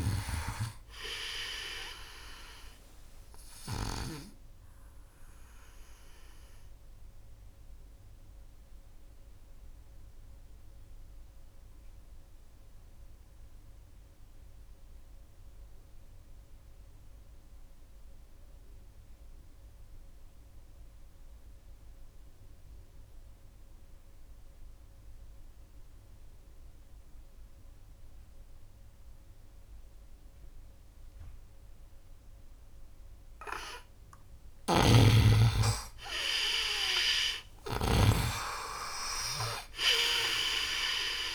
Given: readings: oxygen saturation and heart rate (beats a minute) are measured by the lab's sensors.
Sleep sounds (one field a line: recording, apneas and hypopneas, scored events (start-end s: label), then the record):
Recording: breathing in sleep by a room microphone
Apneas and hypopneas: 1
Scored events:
0.00-16.50 s: oxygen desaturation (device-marked, oxygen 87% lowest, heart rate 63 extreme)
5.50-32.00 s: obstructive apnea (oxygen 98% before, 87% lowest, heart rate 74 before, 63 extreme, up 1 after)
31.50-41.35 s: oxygen desaturation (device-marked, oxygen 98% before, 88% lowest, heart rate 73 before, 35 extreme)
34.00-41.35 s: snoring (device-marked)
35.00-39.50 s: arousal
37.50-39.50 s: long interval between heartbeats (device-marked, heart rate 72 before, 63 extreme)
From the record:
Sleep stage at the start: N2 (light sleep)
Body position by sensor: on the right side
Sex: male